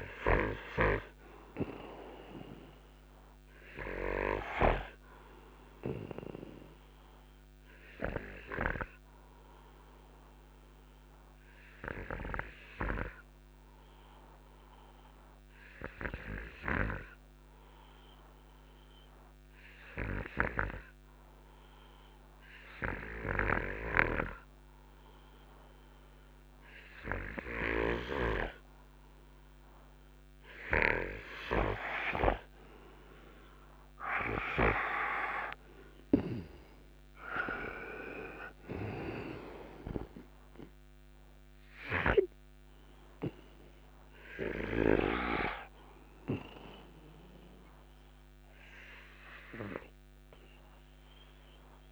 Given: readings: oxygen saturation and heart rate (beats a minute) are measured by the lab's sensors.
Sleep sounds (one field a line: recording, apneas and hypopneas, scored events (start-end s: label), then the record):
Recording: breathing in sleep by a microphone on the trachea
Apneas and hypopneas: 1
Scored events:
0.00-22.00 s: oxygen desaturation (device-marked, oxygen 89% lowest, heart rate 56 extreme)
6.50-34.00 s: obstructive apnea (oxygen 99% before, 89% lowest, heart rate 64 before, 56 extreme, up 9 after)
36.00-40.00 s: arousal
36.00-51.91 s: oxygen desaturation (device-marked, oxygen 97% before, 89% lowest, heart rate 58 before, 57 extreme)
From the record:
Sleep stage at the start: N2 (light sleep)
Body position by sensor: on the right side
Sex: male